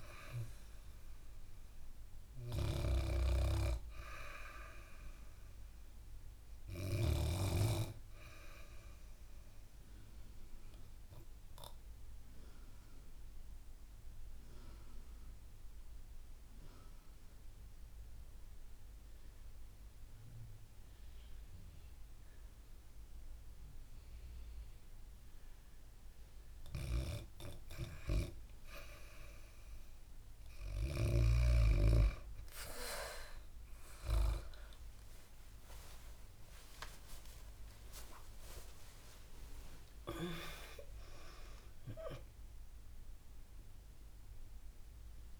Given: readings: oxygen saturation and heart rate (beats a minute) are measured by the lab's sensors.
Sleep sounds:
breathing in sleep by a room microphone; 1
0.00-3.50 s: oxygen desaturation (device-marked, oxygen 95% lowest, heart rate 62 extreme)
0.00-6.50 s: snoring (device-marked)
11.50-27.00 s: obstructive apnea (oxygen 99% before, 93% lowest, heart rate 70 before, 62 extreme, up 11 after)
25.50-45.40 s: new sleep stage, N2 (light sleep)
30.50-45.40 s: oxygen desaturation (device-marked, oxygen 97% before, 93% lowest, heart rate 66 before, 66 extreme)
34.00-40.50 s: arousal
From the record:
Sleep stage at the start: REM sleep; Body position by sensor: on the back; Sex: female

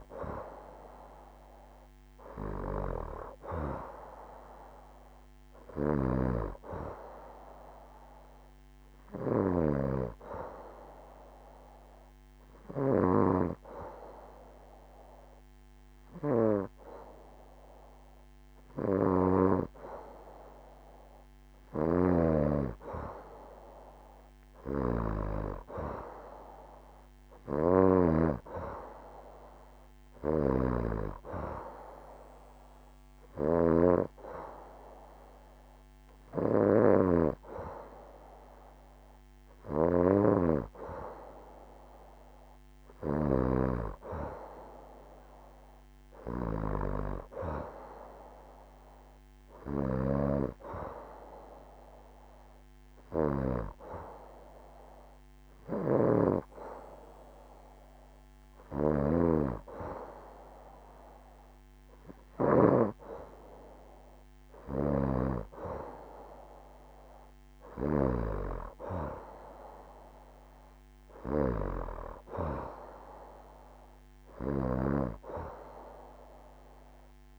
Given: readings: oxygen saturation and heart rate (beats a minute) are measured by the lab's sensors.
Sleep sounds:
breathing in sleep by a microphone on the trachea; 1
0.00-3.50 s: oxygen desaturation (device-marked, oxygen 89% lowest, heart rate 64 extreme)
3.50-6.00 s: arousal
5.00-12.50 s: snoring (device-marked)
9.50-20.00 s: hypopnea (oxygen 94% before, 89% lowest, heart rate 66 before, 67 extreme, up 6 after)
21.00-27.50 s: snoring (device-marked)
22.50-26.00 s: arousal
29.50-43.00 s: snoring (device-marked)
30.50-44.50 s: oxygen desaturation (device-marked, oxygen 92% before, 89% lowest, heart rate 70 before, 68 extreme)
49.00-53.00 s: snoring (device-marked)
52.00-56.50 s: arousal
55.00-62.00 s: snoring (device-marked)
64.00-77.39 s: snoring (device-marked)
73.50-77.39 s: oxygen desaturation (device-marked, oxygen 92% before, 89% lowest, heart rate 69 before, 66 extreme)
From the record:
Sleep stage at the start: N2 (light sleep); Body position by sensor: on the back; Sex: female

